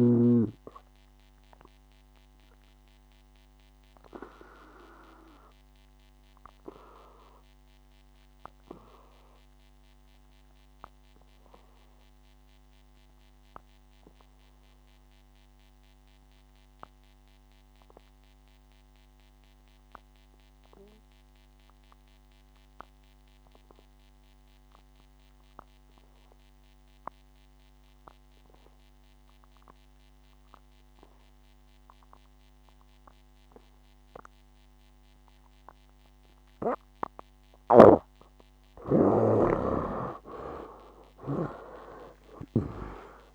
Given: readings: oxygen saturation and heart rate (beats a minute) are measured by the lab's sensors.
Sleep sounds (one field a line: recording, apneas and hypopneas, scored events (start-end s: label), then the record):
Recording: breathing in sleep by a microphone on the trachea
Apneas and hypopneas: 1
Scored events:
0.00-22.50 s: oxygen desaturation (device-marked, oxygen 79% lowest, heart rate 59 extreme)
1.50-37.50 s: obstructive apnea (oxygen 97% before, 73% lowest, heart rate 67 before, 59 extreme, up 11 after)
29.50-43.35 s: oxygen desaturation (device-marked, oxygen 98% before, 73% lowest, heart rate 60 before, 59 extreme)
41.50-43.35 s: arousal
From the record:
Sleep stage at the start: N2 (light sleep)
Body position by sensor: on the back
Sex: male